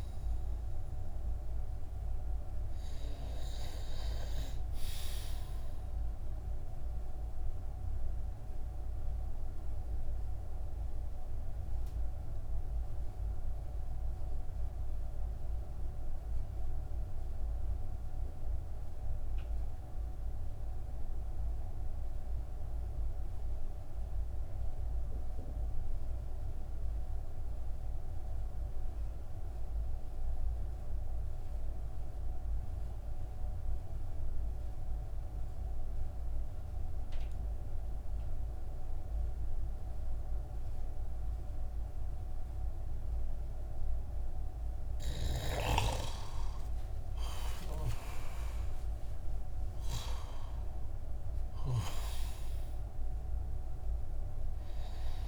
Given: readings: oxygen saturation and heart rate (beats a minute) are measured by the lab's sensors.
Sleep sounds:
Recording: breathing in sleep by a room microphone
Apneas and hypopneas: 1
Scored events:
0.00-19.50 s: oxygen desaturation (device-marked, oxygen 90% lowest)
7.50-43.50 s: mixed apnea (oxygen 96% before, 90% lowest)
46.00-51.50 s: arousal
From the record:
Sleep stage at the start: N2 (light sleep)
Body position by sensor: on the back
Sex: male

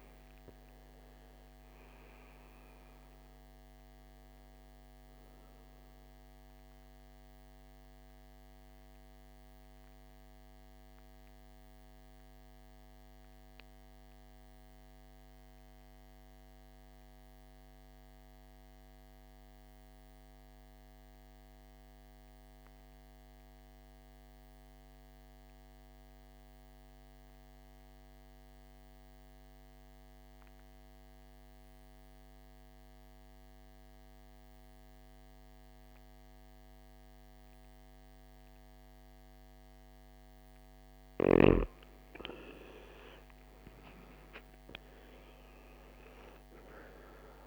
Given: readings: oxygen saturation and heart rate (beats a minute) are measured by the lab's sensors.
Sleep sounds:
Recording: breathing in sleep by a microphone on the trachea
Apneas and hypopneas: 1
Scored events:
0.00-19.50 s: oxygen desaturation (device-marked, oxygen 82% lowest, heart rate 51 extreme)
8.00-40.00 s: mixed apnea (oxygen 99% before, 79% lowest, heart rate 67 before, 51 extreme, up 17 after)
36.50-47.47 s: oxygen desaturation (device-marked, oxygen 98% before, 79% lowest, heart rate 54 before, 54 extreme)
42.00-46.50 s: arousal
From the record:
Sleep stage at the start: N2 (light sleep)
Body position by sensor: on the back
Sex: male

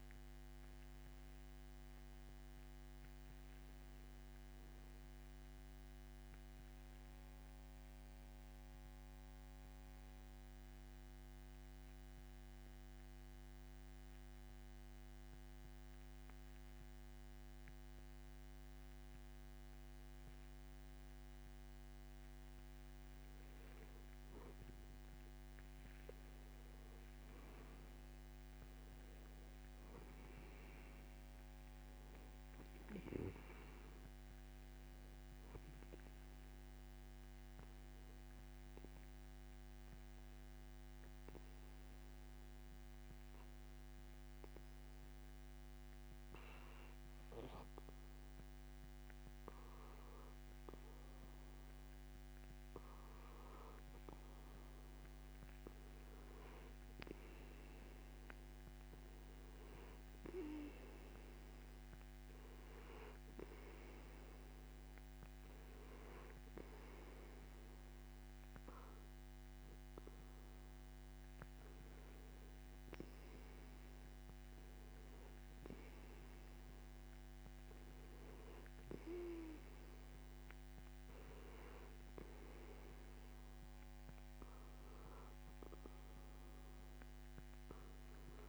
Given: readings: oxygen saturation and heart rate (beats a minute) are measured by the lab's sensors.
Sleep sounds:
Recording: a person partly awake in a sleep study, hard to hear, by a microphone on the trachea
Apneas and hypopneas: 2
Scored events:
9.00-88.48 s: new sleep stage, N2 (light sleep)
12.00-24.00 s: hypopnea (oxygen 95% before, 92% lowest)
28.00-31.50 s: arousal
30.00-52.00 s: oxygen desaturation (device-marked, oxygen 95% before, 92% lowest)
39.50-53.00 s: hypopnea (oxygen 96% before, 92% lowest)
57.50-61.00 s: arousal
From the record:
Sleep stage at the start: awake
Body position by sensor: on the back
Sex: male

